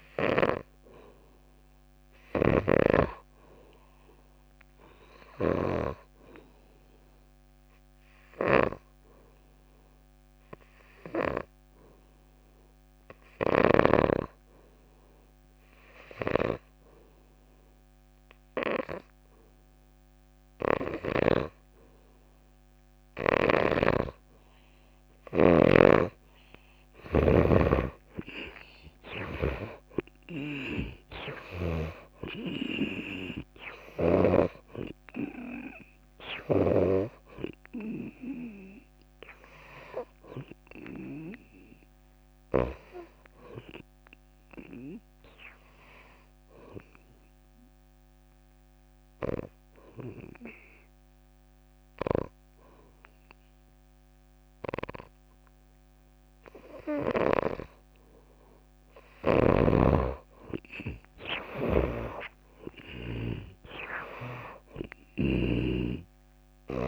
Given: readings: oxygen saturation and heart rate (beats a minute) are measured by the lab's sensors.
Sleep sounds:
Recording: breathing in sleep by a microphone on the trachea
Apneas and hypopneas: 2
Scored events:
0.00-14.00 s: snoring (device-marked)
6.00-11.00 s: oxygen desaturation (device-marked, oxygen 95% before, 89% lowest)
7.00-24.50 s: hypopnea (oxygen 97% before, 81% lowest)
18.00-50.00 s: oxygen desaturation (device-marked, oxygen 93% before, 81% lowest)
26.00-29.50 s: arousal
26.00-32.00 s: snoring (device-marked)
36.50-43.00 s: snoring (device-marked)
46.50-57.50 s: obstructive apnea (oxygen 92% before, 83% lowest)
52.00-58.00 s: snoring (device-marked)
60.00-63.50 s: snoring (device-marked)
61.50-66.00 s: arousal
From the record:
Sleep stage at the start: N2 (light sleep)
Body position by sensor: on the back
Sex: female

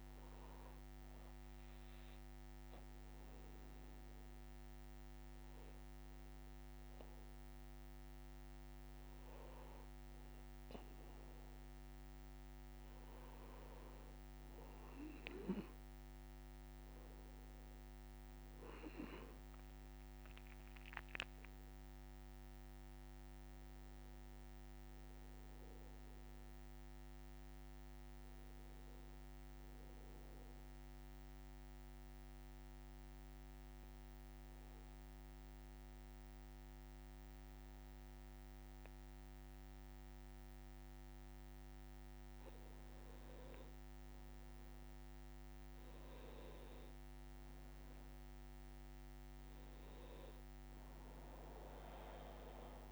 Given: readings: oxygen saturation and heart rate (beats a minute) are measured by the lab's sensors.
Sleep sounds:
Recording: breathing in sleep, hard to hear, by a microphone on the trachea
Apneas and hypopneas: 2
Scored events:
0.50-11.50 s: obstructive apnea (oxygen 94% before, 90% lowest, heart rate 62 before, 61 extreme, up 0 after)
14.00-18.50 s: arousal
26.00-52.91 s: new sleep stage, N2 (light sleep)
31.50-42.00 s: obstructive apnea (oxygen 93% before, 90% lowest, heart rate 63 before, 61 extreme, up 2 after)
44.50-49.00 s: arousal
From the record:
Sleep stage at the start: N1 (lightest sleep)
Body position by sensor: on the back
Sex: male

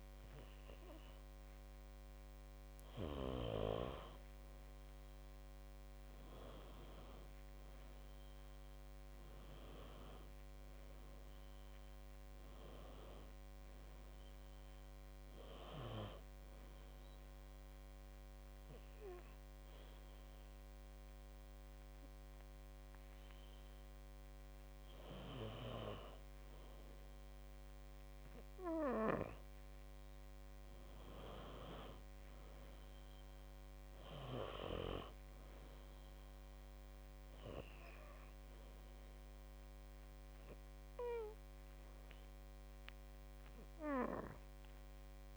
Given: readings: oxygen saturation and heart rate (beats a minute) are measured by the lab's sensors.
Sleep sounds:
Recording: breathing in sleep by a microphone on the trachea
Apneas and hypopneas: none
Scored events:
none scored
From the record:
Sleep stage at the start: N2 (light sleep)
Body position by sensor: on the back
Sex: female

